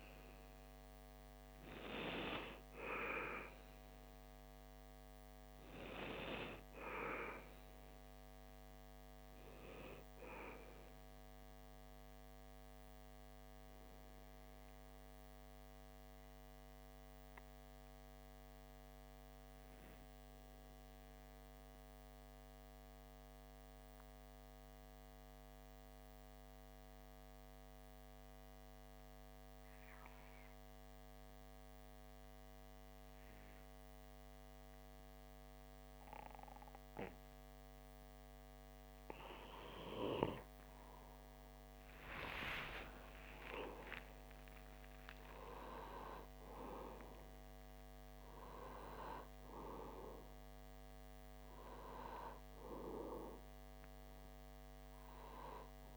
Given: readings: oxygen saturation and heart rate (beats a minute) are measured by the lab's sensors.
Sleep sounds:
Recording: breathing in sleep by a microphone on the trachea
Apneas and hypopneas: 1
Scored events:
12.50-40.00 s: mixed apnea (oxygen 97% before, 93% lowest)
41.50-45.50 s: arousal
48.00-55.97 s: oxygen desaturation (device-marked, oxygen 97% before, 93% lowest)
From the record:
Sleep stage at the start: N2 (light sleep)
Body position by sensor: on the back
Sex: male

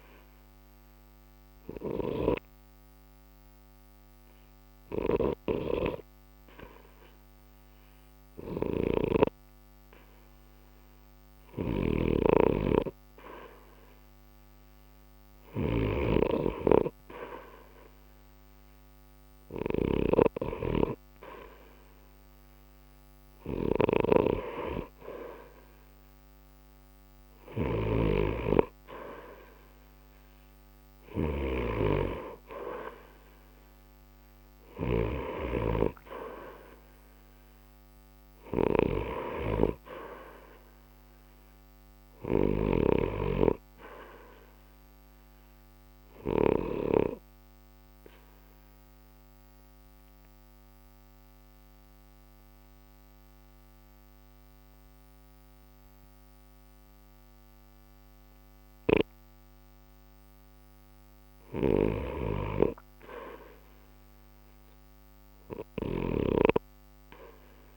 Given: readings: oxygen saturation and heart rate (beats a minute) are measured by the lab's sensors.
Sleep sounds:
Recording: breathing in sleep by a microphone on the trachea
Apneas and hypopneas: 2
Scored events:
1.50-13.00 s: hypopnea (oxygen 88% before, 85% lowest, heart rate 61 before, 60 extreme, up 0 after)
13.00-24.00 s: oxygen desaturation (device-marked, oxygen 89% before, 85% lowest, heart rate 61 before, 60 extreme)
14.50-19.00 s: arousal
47.50-60.00 s: obstructive apnea (oxygen 88% before, 86% lowest, heart rate 61 before, 60 extreme, up 2 after)
From the record:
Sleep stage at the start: REM sleep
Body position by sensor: on the right side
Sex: male

